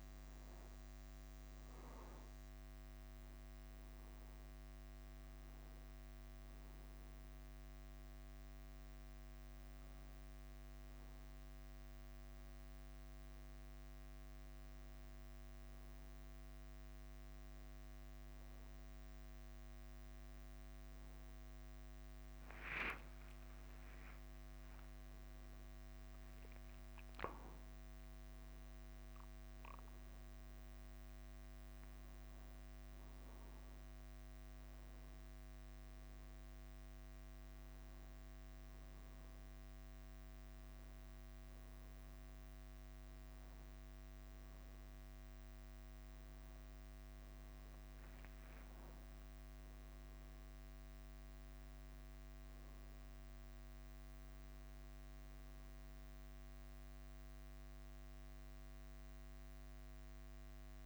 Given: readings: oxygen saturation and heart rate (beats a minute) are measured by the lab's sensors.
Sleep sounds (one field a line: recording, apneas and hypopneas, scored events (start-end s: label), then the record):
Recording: breathing in sleep, hard to hear, by a microphone on the trachea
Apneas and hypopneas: 1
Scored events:
0.00-4.50 s: bradycardia (device-marked, heart rate 45 extreme)
7.50-19.00 s: hypopnea (oxygen 97% before, 94% lowest, heart rate 53 before, 42 extreme, up 11 after)
10.00-12.00 s: long interval between heartbeats (device-marked, heart rate 55 before, 74 extreme)
10.50-26.50 s: bradycardia (device-marked, heart rate 52 before, 42 extreme)
17.50-47.50 s: new sleep stage, N1 (lightest sleep)
22.50-26.00 s: arousal
30.50-60.86 s: bradycardia (device-marked, heart rate 52 before, 44 extreme)
43.50-45.50 s: long interval between heartbeats (device-marked, heart rate 55 before, 56 extreme)
47.50-60.86 s: new sleep stage, N2 (light sleep)
50.00-54.00 s: arousal
From the record:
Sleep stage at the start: N2 (light sleep)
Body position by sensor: on the back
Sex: male